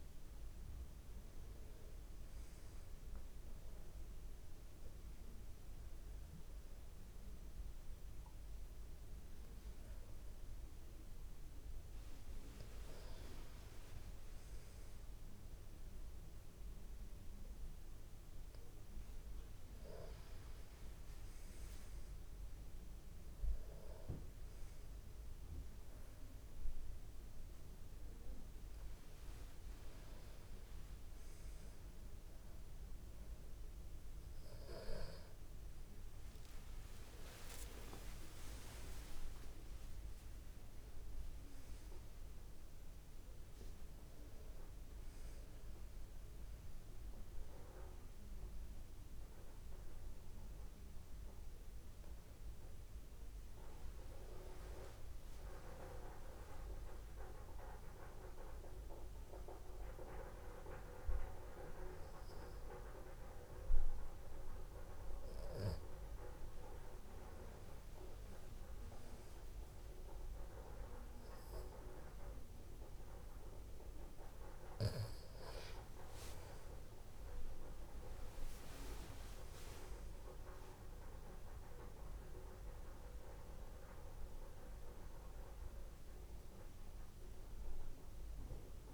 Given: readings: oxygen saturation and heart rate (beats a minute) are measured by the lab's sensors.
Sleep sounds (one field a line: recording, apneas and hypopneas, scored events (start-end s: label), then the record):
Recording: breathing in sleep by a room microphone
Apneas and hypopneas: 2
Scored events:
4.00-14.00 s: obstructive apnea (oxygen 96% before, 93% lowest, heart rate 58 before, 43 extreme, up 35 after)
15.50-18.50 s: arousal
45.00-55.00 s: obstructive apnea (oxygen 96% before, 94% lowest)
57.00-60.00 s: arousal
75.50-79.50 s: arousal
From the record:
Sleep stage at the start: N2 (light sleep)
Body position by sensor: on the back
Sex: male